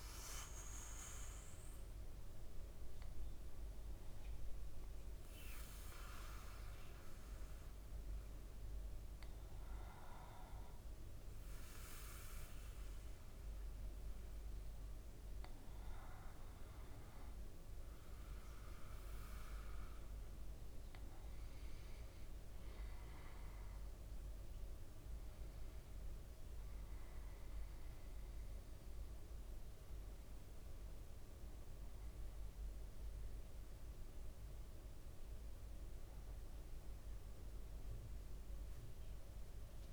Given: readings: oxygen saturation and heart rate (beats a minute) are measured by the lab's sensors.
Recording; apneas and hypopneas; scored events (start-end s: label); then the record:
breathing in sleep, hard to hear, by a room microphone; 1
0.50-16.00 s: obstructive apnea (oxygen 99% before, 95% lowest, heart rate 56 before, 53 extreme, up 4 after)
18.50-22.00 s: arousal
From the record:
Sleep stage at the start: N2 (light sleep); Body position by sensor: on the back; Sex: male